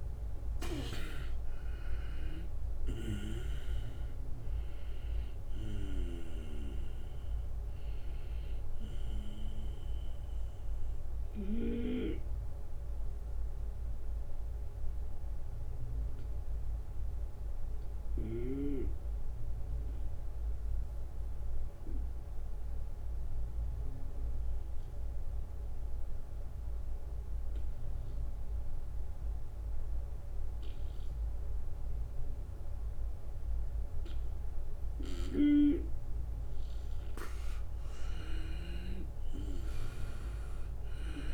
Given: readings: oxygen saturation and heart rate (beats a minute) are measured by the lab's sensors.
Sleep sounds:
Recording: breathing in sleep by a room microphone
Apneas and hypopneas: 1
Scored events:
0.00-11.50 s: drop in pulse transit time (device-marked, heart rate 78 extreme)
0.00-23.50 s: oxygen desaturation (device-marked, oxygen 90% lowest, heart rate 73 extreme)
14.00-33.00 s: obstructive apnea (oxygen 96% before, 90% lowest, heart rate 80 before, 74 extreme, up 2 after)
34.50-38.00 s: snoring (device-marked)
34.50-39.00 s: arousal
38.50-41.34 s: oxygen desaturation (device-marked, oxygen 97% before, 91% lowest, heart rate 76 before, 76 extreme)
From the record:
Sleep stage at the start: N2 (light sleep)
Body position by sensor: on the right side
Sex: male

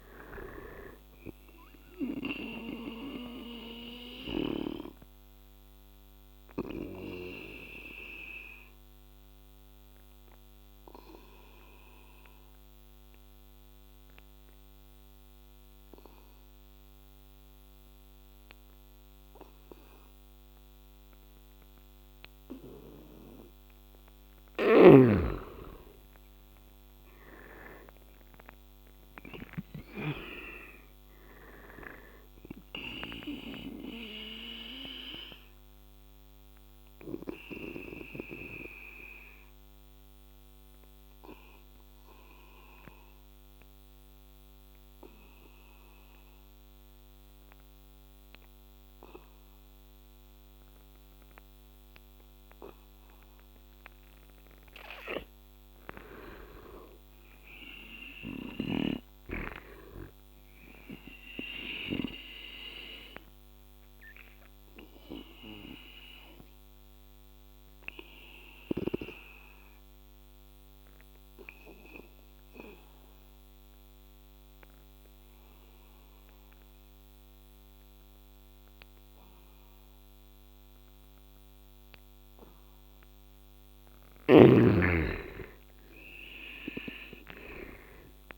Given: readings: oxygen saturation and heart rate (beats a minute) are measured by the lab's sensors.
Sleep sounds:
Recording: breathing in sleep by a microphone on the trachea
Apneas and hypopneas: 3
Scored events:
0.00-19.50 s: oxygen desaturation (device-marked, oxygen 88% lowest, heart rate 70 extreme)
2.00-21.50 s: obstructive apnea (oxygen 99% before, 86% lowest, heart rate 76 before, 70 extreme, up 9 after)
24.00-28.00 s: arousal
24.00-30.00 s: snoring (device-marked)
27.50-51.50 s: oxygen desaturation (device-marked, oxygen 99% before, 86% lowest, heart rate 74 before, 71 extreme)
34.00-53.50 s: obstructive apnea (oxygen 99% before, 86% lowest, heart rate 74 before, 71 extreme, up 8 after)
53.50-85.50 s: oxygen desaturation (device-marked, oxygen 99% before, 86% lowest, heart rate 74 before, 70 extreme)
55.50-58.50 s: arousal
63.00-82.00 s: obstructive apnea (oxygen 99% before, 86% lowest, heart rate 73 before, 71 extreme, up 9 after)
83.50-87.00 s: arousal
83.50-88.38 s: snoring (device-marked)
From the record:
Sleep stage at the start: N2 (light sleep)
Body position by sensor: on the back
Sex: male

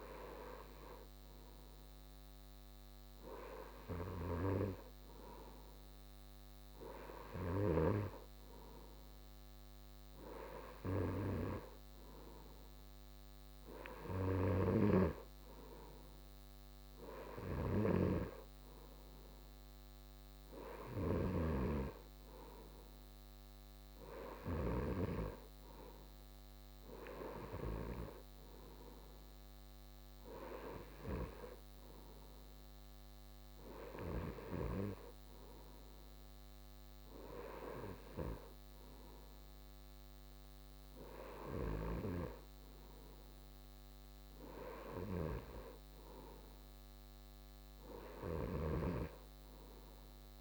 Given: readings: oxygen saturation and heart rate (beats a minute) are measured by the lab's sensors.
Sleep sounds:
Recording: breathing in sleep by a microphone on the trachea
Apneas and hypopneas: none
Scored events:
none scored
From the record:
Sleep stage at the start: N2 (light sleep)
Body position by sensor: on the right side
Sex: male

